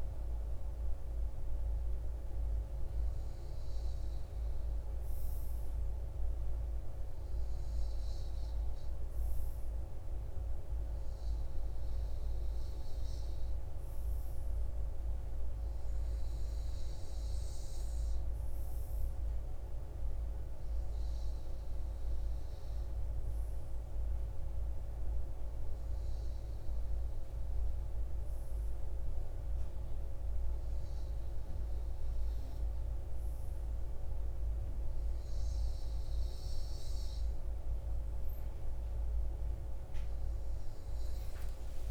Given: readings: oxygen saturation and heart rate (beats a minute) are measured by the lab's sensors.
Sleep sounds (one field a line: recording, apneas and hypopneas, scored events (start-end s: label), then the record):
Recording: breathing in sleep, hard to hear, by a room microphone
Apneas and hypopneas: none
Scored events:
none scored
From the record:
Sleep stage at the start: REM sleep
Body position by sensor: on the front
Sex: male